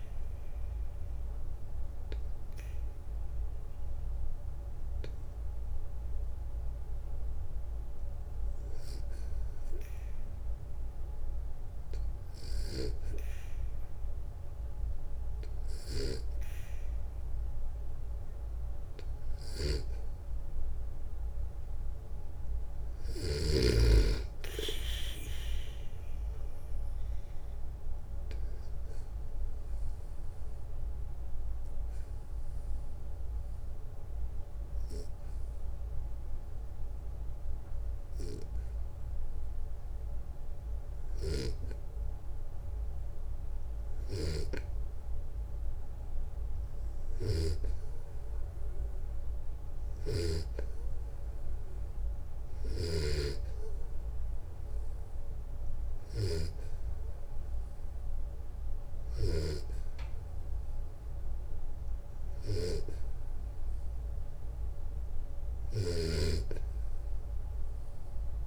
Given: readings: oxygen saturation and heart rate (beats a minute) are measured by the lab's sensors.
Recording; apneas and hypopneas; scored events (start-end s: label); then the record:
breathing in sleep by a room microphone; 1
15.00-22.50 s: snoring (device-marked)
20.00-23.50 s: arousal
28.50-39.50 s: obstructive apnea (oxygen 95% before, 91% lowest, heart rate 63 before, 60 extreme, up 0 after)
41.50-44.00 s: arousal
43.00-47.00 s: snoring (device-marked)
49.00-68.47 s: snoring (device-marked)
61.50-68.47 s: oxygen desaturation (device-marked, oxygen 95% before, 91% lowest, heart rate 62 before, 60 extreme)
From the record:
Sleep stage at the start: N2 (light sleep); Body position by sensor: on the back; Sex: male